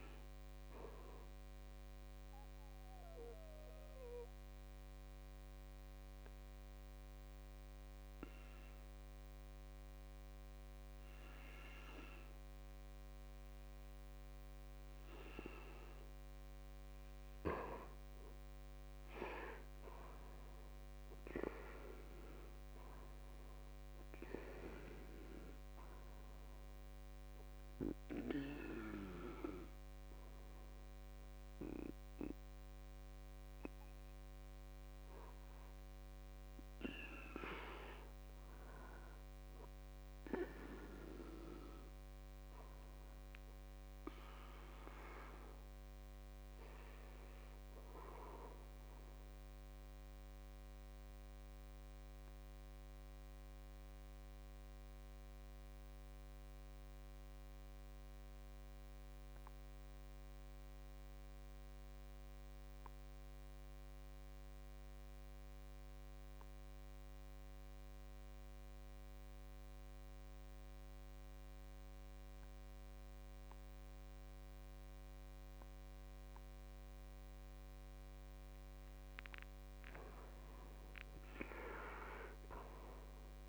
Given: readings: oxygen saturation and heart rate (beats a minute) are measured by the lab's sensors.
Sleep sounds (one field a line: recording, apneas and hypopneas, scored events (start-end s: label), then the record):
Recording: breathing in sleep by a microphone on the trachea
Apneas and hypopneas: 2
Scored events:
0.00-8.50 s: oxygen desaturation (device-marked, oxygen 82% lowest, heart rate 52 extreme)
3.50-16.50 s: obstructive apnea (oxygen 97% before, 82% lowest, heart rate 61 before, 51 extreme, up 10 after)
19.00-23.50 s: arousal
40.50-54.50 s: oxygen desaturation (device-marked, oxygen 96% before, 93% lowest, heart rate 58 before, 39 extreme)
47.50-49.50 s: long interval between heartbeats (device-marked, heart rate 55 before, 51 extreme)
50.00-78.50 s: obstructive apnea (oxygen 99% before, 79% lowest, heart rate 54 before, 48 extreme, up 13 after)
80.00-83.48 s: arousal
From the record:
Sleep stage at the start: N2 (light sleep)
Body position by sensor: on the back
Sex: male